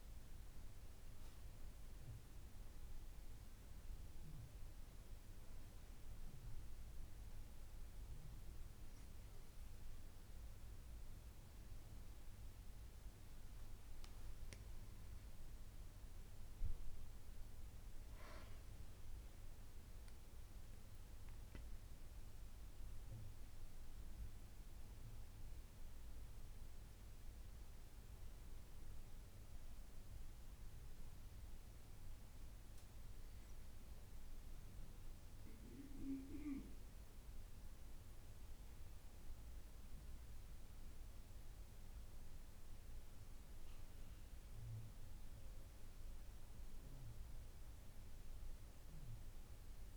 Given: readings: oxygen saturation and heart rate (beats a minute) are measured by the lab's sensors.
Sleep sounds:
breathing in sleep, hard to hear, by a room microphone; 1
4.50-17.00 s: obstructive apnea (oxygen 95% before, 93% lowest)
19.00-23.00 s: arousal
From the record:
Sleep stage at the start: N2 (light sleep); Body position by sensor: on the back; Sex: female

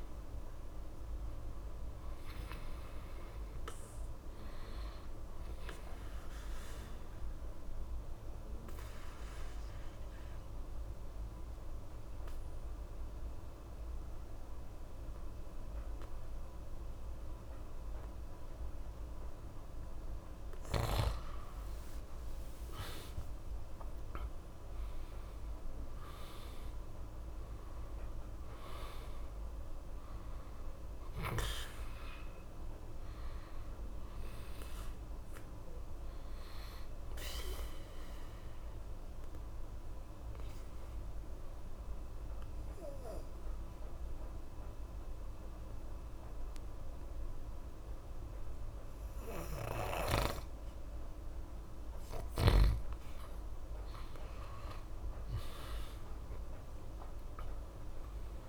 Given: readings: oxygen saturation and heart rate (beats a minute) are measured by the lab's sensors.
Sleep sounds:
breathing in sleep by a room microphone; 2
0.00-12.50 s: oxygen desaturation (device-marked, oxygen 85% lowest, heart rate 63 extreme)
7.50-23.00 s: obstructive apnea (oxygen 96% before, 85% lowest, heart rate 71 before, 63 extreme, up 6 after)
24.00-27.50 s: arousal
27.50-44.50 s: oxygen desaturation (device-marked, oxygen 97% before, 88% lowest, heart rate 66 before, 64 extreme)
38.00-52.50 s: obstructive apnea (oxygen 97% before, 87% lowest, heart rate 67 before, 64 extreme, up 3 after)
54.00-58.49 s: arousal
From the record:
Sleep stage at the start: N2 (light sleep); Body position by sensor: on the back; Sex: male

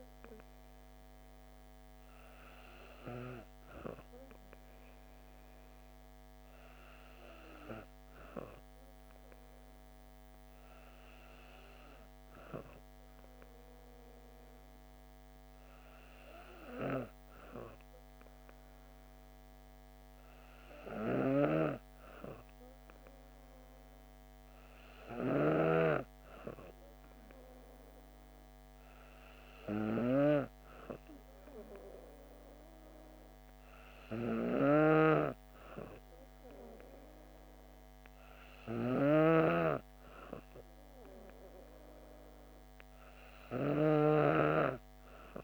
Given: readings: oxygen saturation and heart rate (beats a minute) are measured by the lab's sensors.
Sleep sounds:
breathing in sleep by a microphone on the trachea; none
34.50-39.50 s: snoring (device-marked)
From the record:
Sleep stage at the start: N2 (light sleep); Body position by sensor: on the back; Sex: female

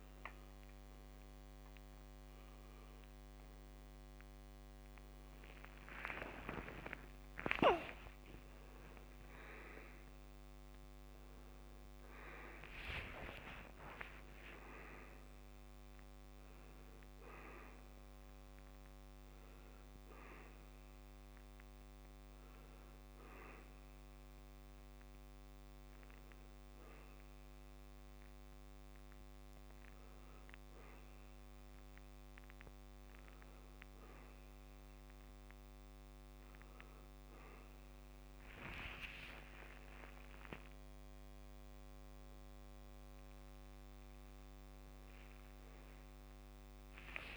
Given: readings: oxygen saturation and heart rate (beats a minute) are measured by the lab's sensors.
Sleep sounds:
a person awake in a sleep study, by a microphone on the trachea; none
3.00-27.00 s: oxygen desaturation (device-marked, oxygen 98% before, 92% lowest, heart rate 128 before, 68 extreme)
45.00-47.37 s: oxygen desaturation (device-marked, oxygen 97% before, 92% lowest, heart rate 81 before, 55 extreme)
From the record:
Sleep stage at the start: awake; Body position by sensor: on the back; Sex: male

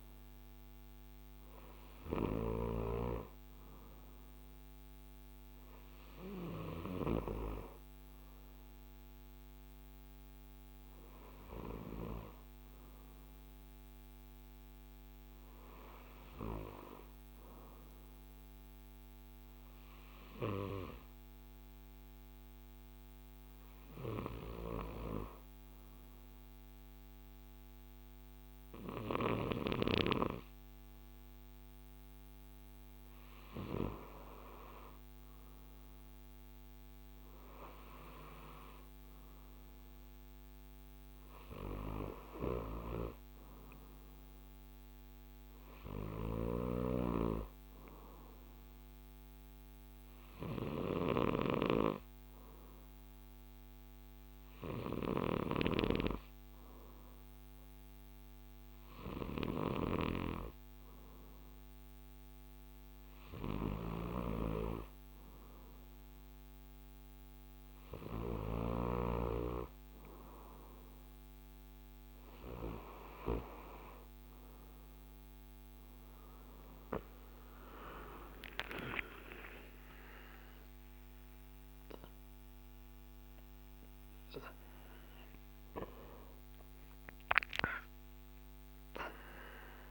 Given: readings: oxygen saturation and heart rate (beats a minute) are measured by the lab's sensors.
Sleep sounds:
breathing in sleep by a microphone on the trachea; 1
0.00-2.50 s: snoring (device-marked)
19.00-31.50 s: hypopnea (oxygen 95% before, 93% lowest, heart rate 57 before, 54 extreme, up 5 after)
37.00-41.00 s: arousal
55.00-68.50 s: snoring (device-marked)
77.50-84.50 s: tachycardia (device-marked, heart rate 55 before, 136 extreme)
78.50-85.00 s: arousal
79.00-81.00 s: long interval between heartbeats (device-marked, heart rate 57 before, 80 extreme)
82.00-84.00 s: long interval between heartbeats (device-marked, heart rate 62 before, 122 extreme)
From the record:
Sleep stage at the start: N2 (light sleep); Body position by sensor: on the right side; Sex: male

